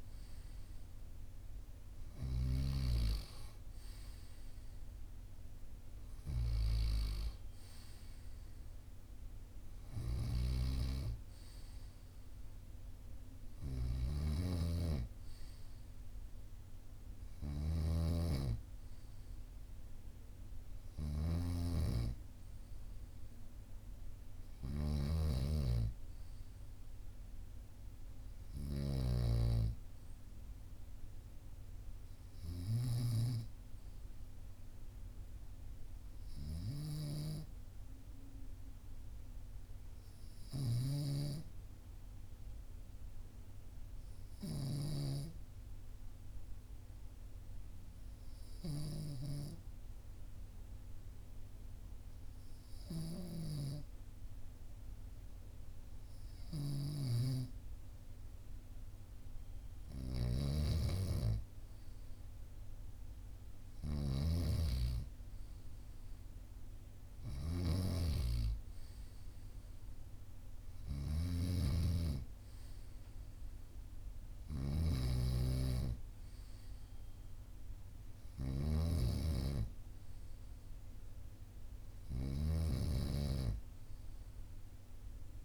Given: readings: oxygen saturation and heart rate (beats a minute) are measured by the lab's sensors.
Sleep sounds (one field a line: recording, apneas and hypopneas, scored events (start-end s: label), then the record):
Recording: breathing in sleep by a room microphone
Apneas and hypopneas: 1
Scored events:
14.00-29.00 s: snoring (device-marked)
28.50-32.50 s: arousal
34.50-57.00 s: hypopnea (oxygen 98% before, 96% lowest, heart rate 45 before, 44 extreme, up 1 after)
40.50-45.00 s: snoring (device-marked)
56.50-85.45 s: snoring (device-marked)
59.00-62.50 s: arousal
From the record:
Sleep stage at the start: N2 (light sleep)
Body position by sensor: on the right side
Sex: male